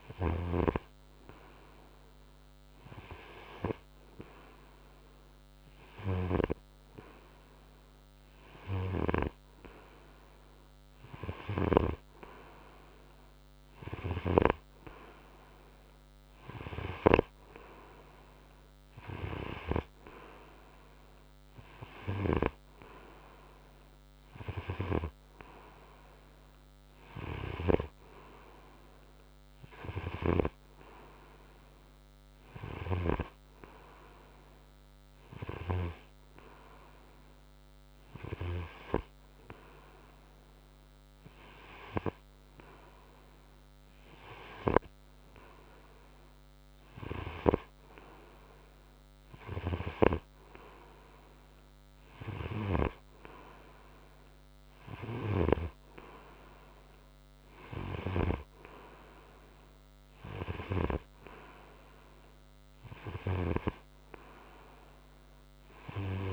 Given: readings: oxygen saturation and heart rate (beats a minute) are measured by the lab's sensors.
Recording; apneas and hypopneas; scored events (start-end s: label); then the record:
breathing in sleep by a microphone on the trachea; none
none scored
From the record:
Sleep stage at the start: N3 (deep sleep); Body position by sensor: on the front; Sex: male